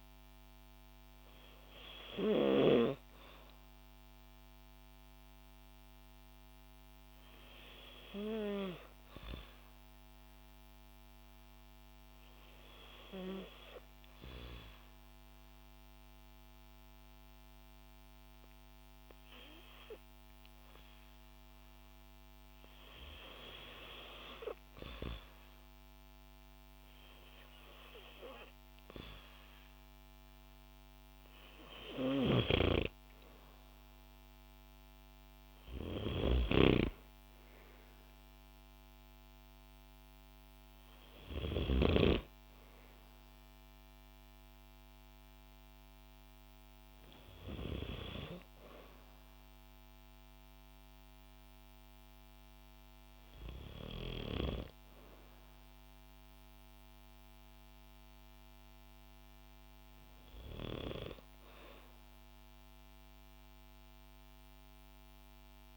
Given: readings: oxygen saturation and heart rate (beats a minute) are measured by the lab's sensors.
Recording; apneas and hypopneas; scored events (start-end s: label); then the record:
breathing in sleep by a microphone on the trachea; 1
0.00-2.50 s: oxygen desaturation (device-marked, oxygen 93% lowest, heart rate 58 extreme)
4.00-25.00 s: hypopnea (oxygen 96% before, 92% lowest, heart rate 61 before, 58 extreme, up 5 after)
22.50-46.50 s: oxygen desaturation (device-marked, oxygen 95% before, 92% lowest, heart rate 59 before, 58 extreme)
26.50-30.50 s: arousal
From the record:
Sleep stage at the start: N2 (light sleep); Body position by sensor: on the back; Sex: female